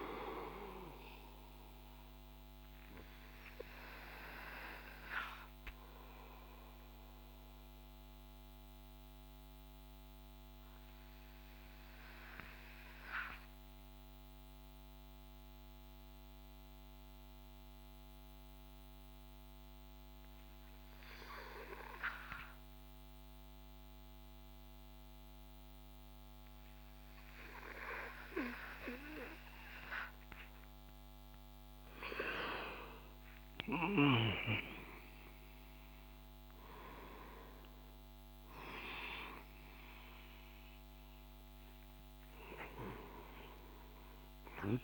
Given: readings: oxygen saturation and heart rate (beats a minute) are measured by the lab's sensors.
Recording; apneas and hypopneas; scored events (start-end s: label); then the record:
breathing in sleep by a microphone on the trachea; 1
0.00-23.00 s: oxygen desaturation (device-marked, oxygen 90% lowest)
1.00-33.50 s: obstructive apnea (oxygen 97% before, 90% lowest)
35.00-40.00 s: arousal
From the record:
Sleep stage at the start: N2 (light sleep); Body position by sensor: on the back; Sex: male